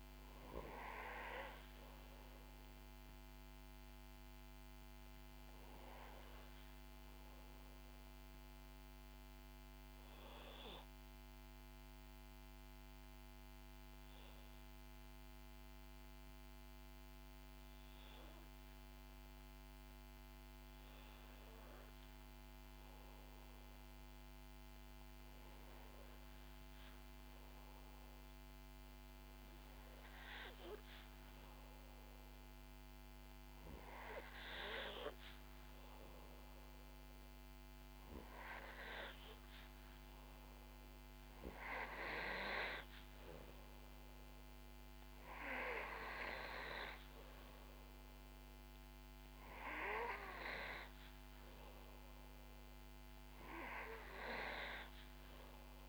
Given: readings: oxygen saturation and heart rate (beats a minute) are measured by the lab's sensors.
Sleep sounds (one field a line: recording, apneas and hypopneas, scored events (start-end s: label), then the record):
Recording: breathing in sleep by a microphone on the trachea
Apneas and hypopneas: 1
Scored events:
0.00-22.50 s: oxygen desaturation (device-marked, oxygen 89% lowest, heart rate 56 extreme)
8.50-33.50 s: obstructive apnea (oxygen 97% before, 89% lowest, heart rate 67 before, 60 extreme, up 1 after)
36.50-40.50 s: arousal
36.50-55.89 s: oxygen desaturation (device-marked, oxygen 97% before, 91% lowest, heart rate 62 before, 60 extreme)
From the record:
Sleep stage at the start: N2 (light sleep)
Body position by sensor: on the back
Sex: female